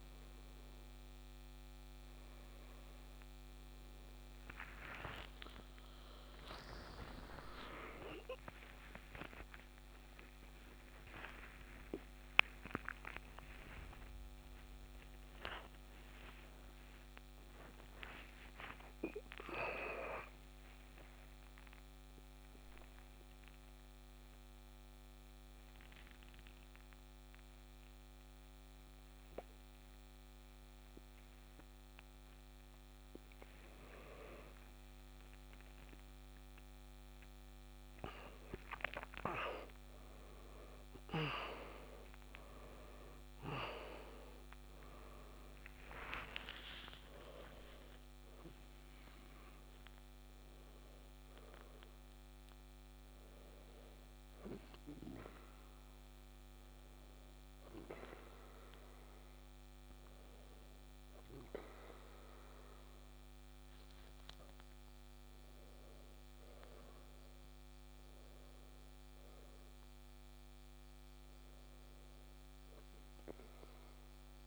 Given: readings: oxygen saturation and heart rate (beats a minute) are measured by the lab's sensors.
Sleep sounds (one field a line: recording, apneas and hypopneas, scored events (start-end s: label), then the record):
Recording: a person awake in a sleep study, by a microphone on the trachea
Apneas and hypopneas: none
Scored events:
6.00-23.00 s: tachycardia (device-marked, heart rate 65 before, 156 extreme)
27.00-30.00 s: tachycardia (device-marked, heart rate 68 before, 85 extreme)
37.00-53.00 s: oxygen desaturation (device-marked, oxygen 100% before, 93% lowest, heart rate 109 before, 58 extreme)
57.00-74.47 s: new sleep stage, N1 (lightest sleep)
From the record:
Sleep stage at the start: awake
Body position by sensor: on the back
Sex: male